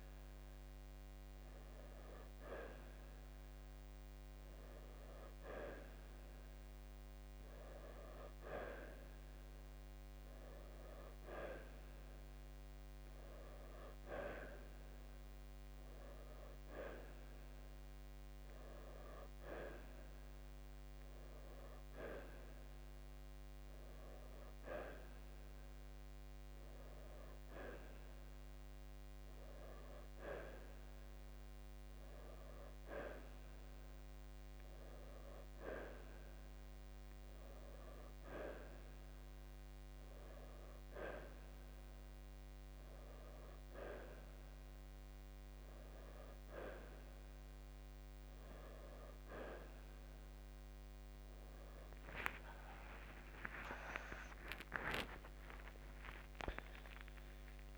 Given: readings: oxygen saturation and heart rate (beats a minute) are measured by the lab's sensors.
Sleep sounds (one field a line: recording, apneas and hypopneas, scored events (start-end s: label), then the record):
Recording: breathing in sleep by a microphone on the trachea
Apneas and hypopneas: none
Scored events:
none scored
From the record:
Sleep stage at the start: N1 (lightest sleep)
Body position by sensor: on the right side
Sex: male